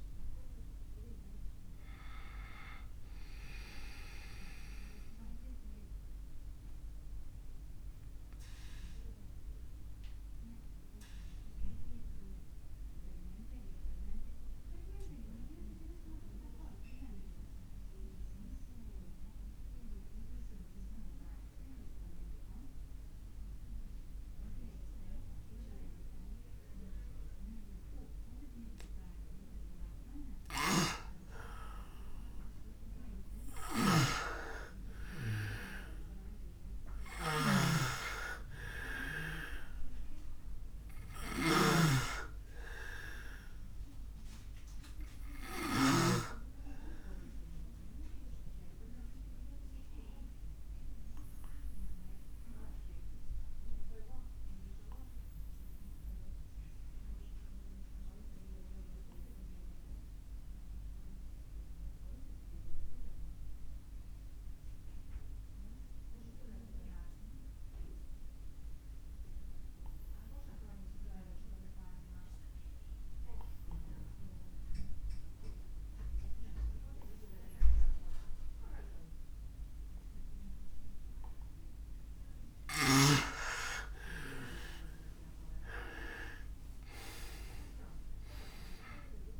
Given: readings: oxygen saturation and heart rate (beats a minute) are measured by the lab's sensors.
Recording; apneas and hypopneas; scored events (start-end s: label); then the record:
breathing in sleep by a room microphone; 2
0.00-19.00 s: oxygen desaturation (device-marked, oxygen 84% lowest)
6.00-32.50 s: obstructive apnea (oxygen 98% before, 84% lowest)
33.50-46.00 s: snoring (device-marked)
35.00-38.00 s: arousal
39.00-67.00 s: oxygen desaturation (device-marked, oxygen 99% before, 92% lowest, heart rate 43 before, 28 extreme)
47.00-80.00 s: obstructive apnea (oxygen 99% before, 86% lowest)
81.00-89.40 s: oxygen desaturation (device-marked, oxygen 98% before, 86% lowest)
84.50-89.40 s: arousal
From the record:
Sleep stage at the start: N2 (light sleep); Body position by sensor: on the back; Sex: male